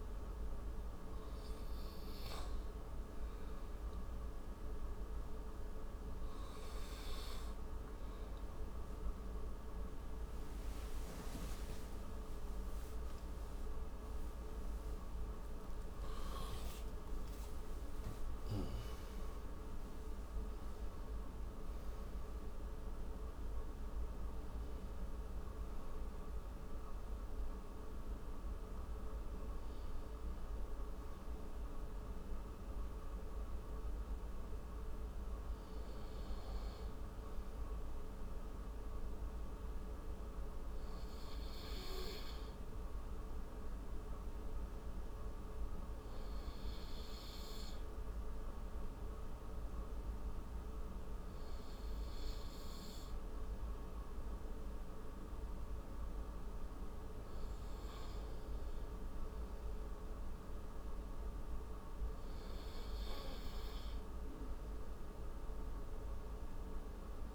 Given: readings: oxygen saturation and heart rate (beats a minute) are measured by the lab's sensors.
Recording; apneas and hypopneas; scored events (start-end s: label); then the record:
breathing in sleep, hard to hear, by a room microphone; none
11.50-19.50 s: oxygen desaturation (device-marked, oxygen 96% before, 94% lowest)
13.00-18.50 s: arousal
13.50-25.50 s: tachycardia (device-marked, heart rate 34 before, 110 extreme)
From the record:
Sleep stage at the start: N2 (light sleep); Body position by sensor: on the front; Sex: male